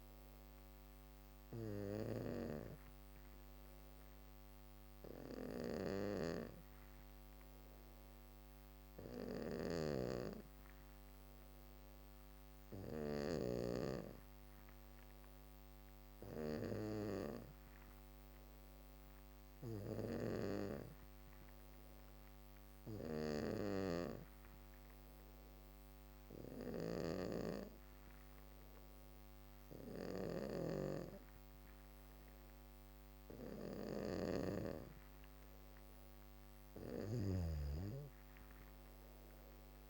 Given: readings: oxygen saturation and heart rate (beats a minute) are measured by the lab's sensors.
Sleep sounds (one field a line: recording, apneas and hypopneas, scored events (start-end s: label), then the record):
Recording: breathing in sleep by a microphone on the trachea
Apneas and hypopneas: none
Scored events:
8.50-12.50 s: snoring (device-marked)
From the record:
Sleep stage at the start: N2 (light sleep)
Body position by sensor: on the back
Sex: female